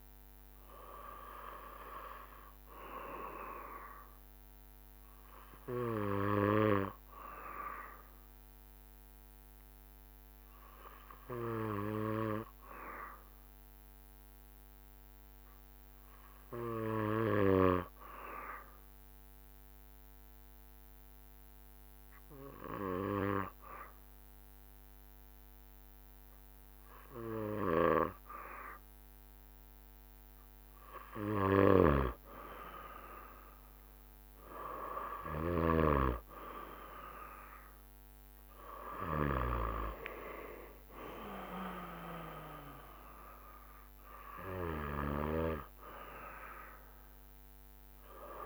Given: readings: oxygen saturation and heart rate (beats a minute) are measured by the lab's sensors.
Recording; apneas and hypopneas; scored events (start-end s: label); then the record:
breathing in sleep by a microphone on the trachea; 1
0.50-29.50 s: obstructive apnea (oxygen 95% before, 93% lowest, heart rate 76 before, 64 extreme, up 5 after)
32.00-36.00 s: snoring (device-marked)
33.50-48.46 s: drop in pulse transit time (device-marked, heart rate 69 before, 66 extreme)
35.00-39.00 s: arousal
45.50-48.46 s: snoring (device-marked)
From the record:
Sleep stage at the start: N2 (light sleep); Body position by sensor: on the back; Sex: male